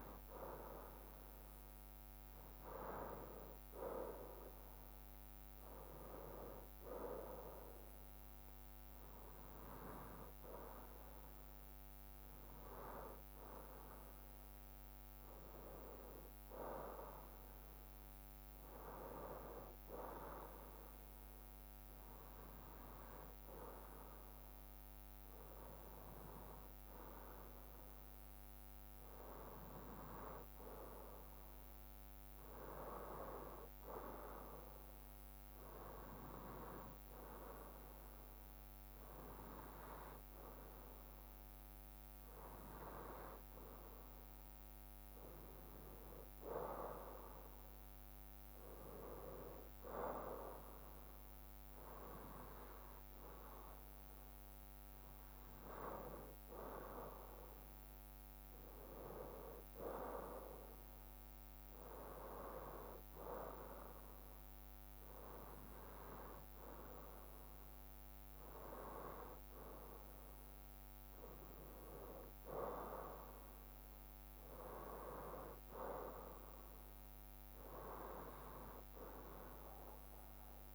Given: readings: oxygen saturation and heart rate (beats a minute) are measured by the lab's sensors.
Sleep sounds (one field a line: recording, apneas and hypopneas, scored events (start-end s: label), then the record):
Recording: breathing in sleep by a microphone on the trachea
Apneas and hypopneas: none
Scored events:
none scored
From the record:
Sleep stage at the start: N2 (light sleep)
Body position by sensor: on the right side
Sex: male